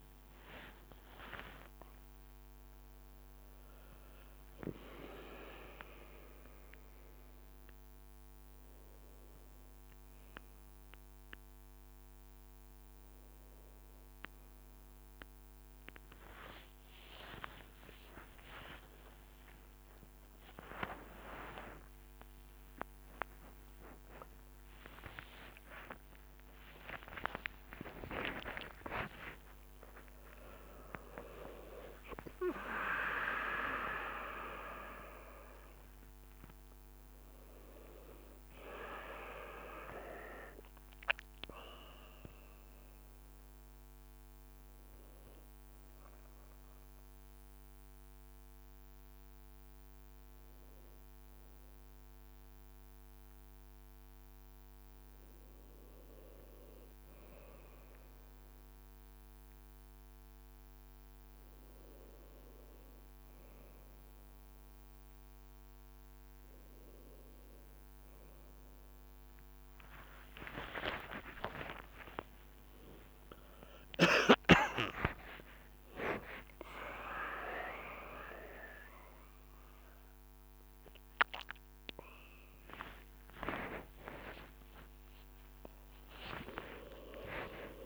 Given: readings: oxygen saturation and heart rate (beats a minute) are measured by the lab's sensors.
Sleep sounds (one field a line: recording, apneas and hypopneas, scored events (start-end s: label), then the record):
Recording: a person awake in a sleep study, by a microphone on the trachea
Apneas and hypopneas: none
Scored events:
3.50-4.50 s: leg movement (device-marked)
15.50-30.50 s: tachycardia (device-marked, heart rate 64 before, 147 extreme)
16.50-18.50 s: long interval between heartbeats (device-marked, heart rate 64 before, 87 extreme)
18.50-20.50 s: long interval between heartbeats (device-marked, heart rate 66 before, 111 extreme)
18.50-33.50 s: oxygen desaturation (device-marked, oxygen 98% before, 94% lowest, heart rate 66 before, 59 extreme)
24.50-26.50 s: long interval between heartbeats (device-marked, heart rate 82 before, 110 extreme)
26.50-28.50 s: long interval between heartbeats (device-marked, heart rate 87 before, 115 extreme)
28.50-30.50 s: long interval between heartbeats (device-marked, heart rate 93 before, 140 extreme)
32.50-34.50 s: long interval between heartbeats (device-marked, heart rate 106 before, 88 extreme)
47.50-53.50 s: oxygen desaturation (device-marked, oxygen 100% before, 95% lowest, heart rate 87 before, 58 extreme)
69.00-74.00 s: leg movement (device-marked)
70.50-72.50 s: long interval between heartbeats (device-marked, heart rate 60 before, 86 extreme)
70.50-74.50 s: tachycardia (device-marked, heart rate 67 before, 107 extreme)
73.50-75.50 s: long interval between heartbeats (device-marked, heart rate 64 before, 107 extreme)
74.50-76.50 s: leg movement (device-marked)
76.50-78.50 s: long interval between heartbeats (device-marked, heart rate 72 before, 100 extreme)
82.00-87.86 s: leg movement (device-marked)
84.00-86.00 s: long interval between heartbeats (device-marked, heart rate 82 before, 79 extreme)
From the record:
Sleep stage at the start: awake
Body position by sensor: on the right side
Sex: male